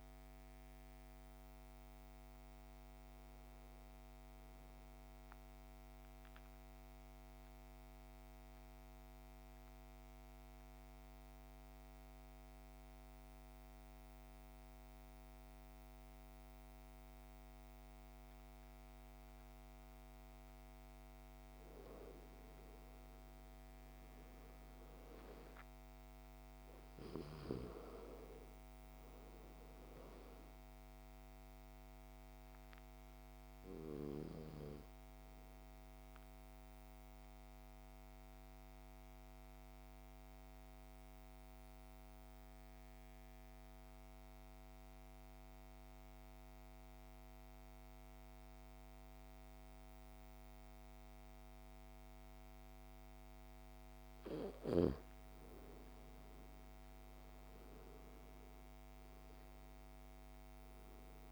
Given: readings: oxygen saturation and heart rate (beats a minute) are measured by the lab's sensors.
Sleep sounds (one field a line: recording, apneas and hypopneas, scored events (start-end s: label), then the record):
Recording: breathing in sleep by a microphone on the trachea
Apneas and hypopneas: 2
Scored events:
0.00-1.00 s: oxygen desaturation (device-marked, oxygen 94% lowest, heart rate 55 extreme)
5.00-20.00 s: mixed apnea (oxygen 99% before, 86% lowest, heart rate 74 before, 54 extreme, up 7 after)
19.00-42.00 s: oxygen desaturation (device-marked, oxygen 98% before, 88% lowest, heart rate 60 before, 54 extreme)
22.50-26.50 s: arousal
35.00-54.00 s: mixed apnea (oxygen 99% before, 86% lowest, heart rate 59 before, 54 extreme, up 10 after)
56.00-60.00 s: arousal
57.00-61.32 s: oxygen desaturation (device-marked, oxygen 98% before, 89% lowest, heart rate 57 before, 54 extreme)
From the record:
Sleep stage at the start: N2 (light sleep)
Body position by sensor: on the back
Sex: male